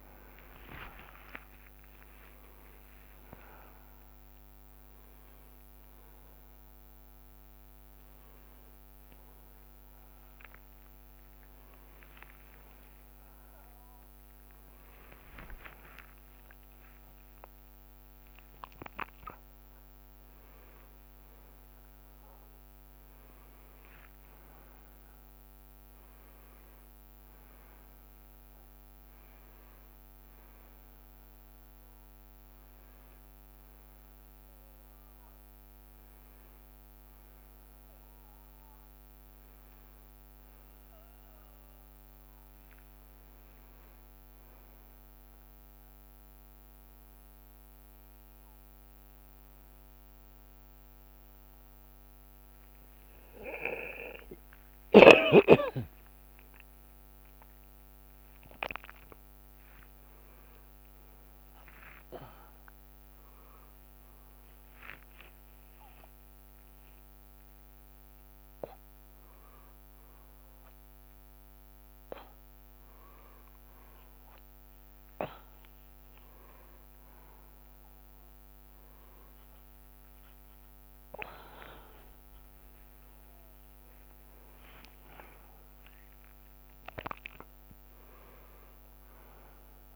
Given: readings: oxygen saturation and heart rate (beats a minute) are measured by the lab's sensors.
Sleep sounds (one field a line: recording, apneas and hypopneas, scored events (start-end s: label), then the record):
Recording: a person awake in a sleep study, by a microphone on the trachea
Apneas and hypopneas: none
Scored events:
0.00-1.50 s: leg movement (device-marked)
2.50-6.50 s: leg movement (device-marked)
12.00-13.00 s: leg movement (device-marked)
15.00-16.00 s: leg movement (device-marked)
60.00-69.00 s: leg movement (device-marked)
From the record:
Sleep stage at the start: awake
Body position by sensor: on the back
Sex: male